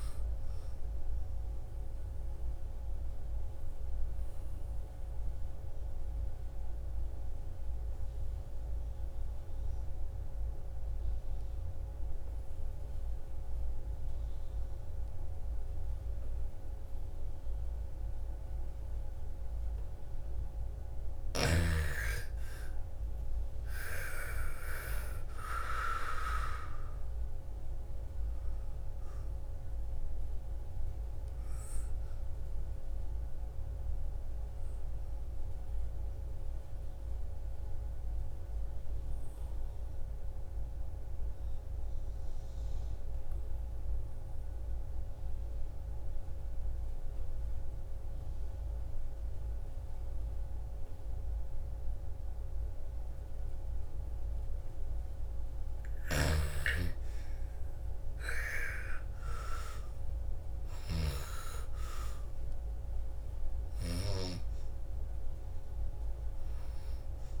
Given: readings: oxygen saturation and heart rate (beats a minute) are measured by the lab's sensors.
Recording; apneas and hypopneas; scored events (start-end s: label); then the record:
breathing in sleep by a room microphone; 2
0.00-3.50 s: oxygen desaturation (device-marked, oxygen 93% lowest, heart rate 54 extreme)
1.00-20.00 s: obstructive apnea (oxygen 99% before, 82% lowest, heart rate 63 before, 54 extreme, up 15 after)
18.50-48.50 s: oxygen desaturation (device-marked, oxygen 97% before, 82% lowest, heart rate 58 before, 55 extreme)
21.50-25.50 s: arousal
32.50-54.00 s: obstructive apnea (oxygen 97% before, 82% lowest, heart rate 60 before, 55 extreme, up 12 after)
55.50-60.50 s: snoring (device-marked)
56.00-60.50 s: arousal
56.50-67.40 s: oxygen desaturation (device-marked, oxygen 98% before, 84% lowest, heart rate 57 before, 55 extreme)
From the record:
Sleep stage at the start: N2 (light sleep); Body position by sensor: on the back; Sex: female